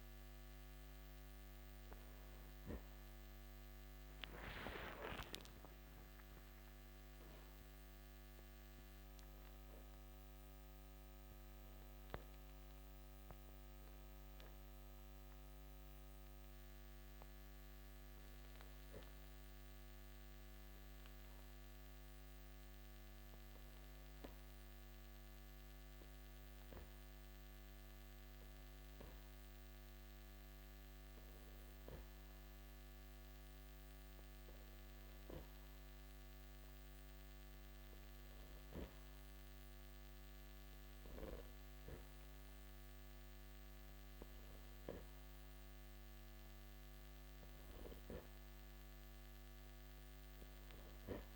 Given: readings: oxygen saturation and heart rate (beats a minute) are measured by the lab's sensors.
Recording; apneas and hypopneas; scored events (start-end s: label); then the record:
breathing in sleep by a microphone on the trachea; none
5.00-9.50 s: arousal
From the record:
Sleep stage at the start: N2 (light sleep); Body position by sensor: on the back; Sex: male